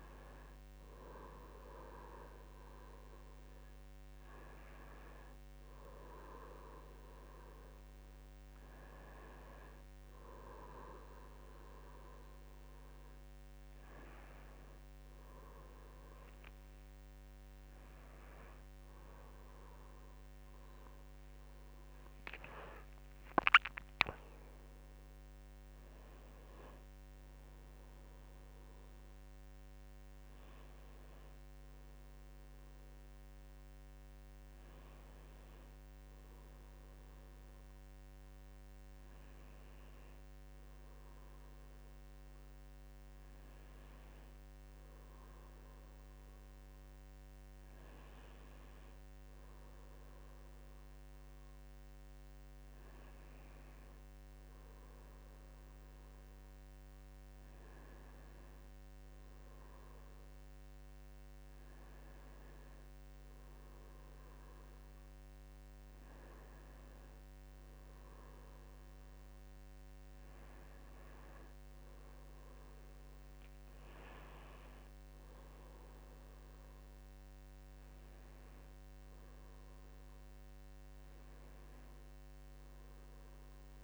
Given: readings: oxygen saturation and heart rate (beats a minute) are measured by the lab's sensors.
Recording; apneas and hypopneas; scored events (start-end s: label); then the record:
breathing in sleep by a microphone on the trachea; none
18.00-23.00 s: arousal
From the record:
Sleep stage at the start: N2 (light sleep); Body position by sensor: on the right side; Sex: male